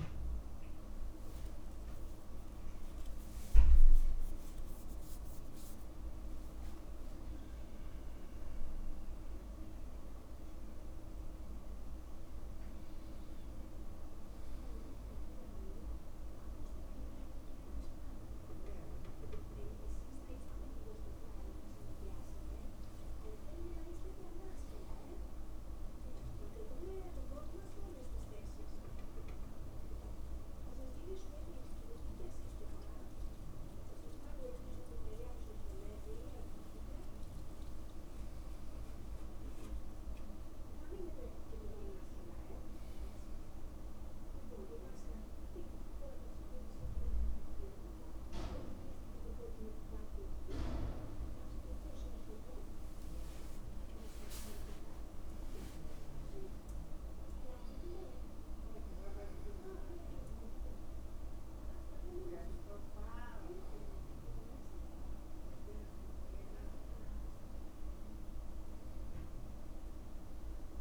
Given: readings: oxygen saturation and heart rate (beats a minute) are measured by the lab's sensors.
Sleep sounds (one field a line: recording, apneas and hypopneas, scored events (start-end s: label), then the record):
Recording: a person awake in a sleep study, by a room microphone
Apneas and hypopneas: none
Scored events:
60.00-70.81 s: new sleep stage, N2 (light sleep)
From the record:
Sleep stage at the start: awake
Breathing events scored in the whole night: 61 in 5.0 hours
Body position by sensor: on the back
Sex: male